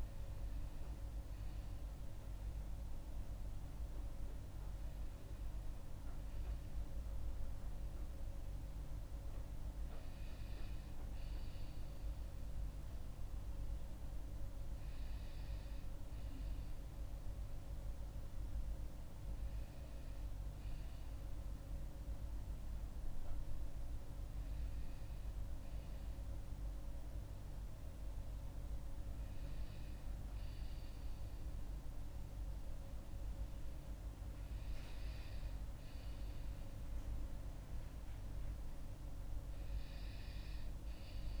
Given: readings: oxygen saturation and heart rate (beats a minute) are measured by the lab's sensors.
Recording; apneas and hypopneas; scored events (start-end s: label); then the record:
breathing in sleep, hard to hear, by a room microphone; none
none scored
From the record:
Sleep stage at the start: N2 (light sleep); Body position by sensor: on the back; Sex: female